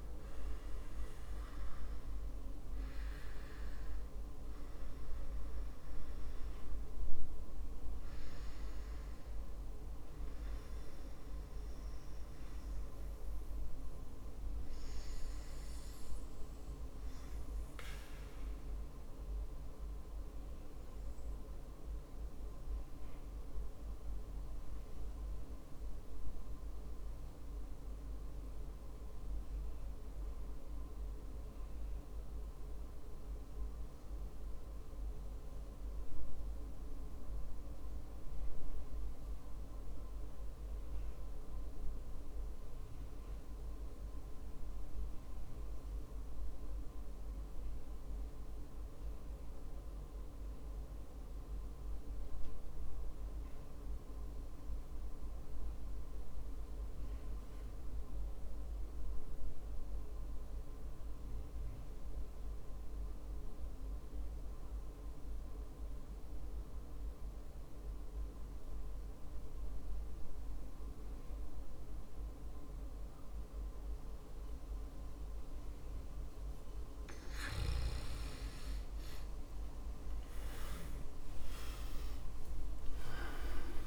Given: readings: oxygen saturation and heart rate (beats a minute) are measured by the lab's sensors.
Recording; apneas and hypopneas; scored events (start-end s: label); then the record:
breathing in sleep, hard to hear, by a room microphone; 1
0.00-1.50 s: arousal
0.00-30.00 s: oxygen desaturation (device-marked, oxygen 80% lowest, heart rate 55 extreme)
21.50-74.50 s: obstructive apnea (oxygen 86% before, 76% lowest, heart rate 80 before, 56 extreme, up 17 after)
47.00-83.87 s: oxygen desaturation (device-marked, oxygen 97% before, 76% lowest, heart rate 60 before, 56 extreme)
79.00-83.50 s: arousal
From the record:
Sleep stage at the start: REM sleep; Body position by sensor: on the back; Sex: male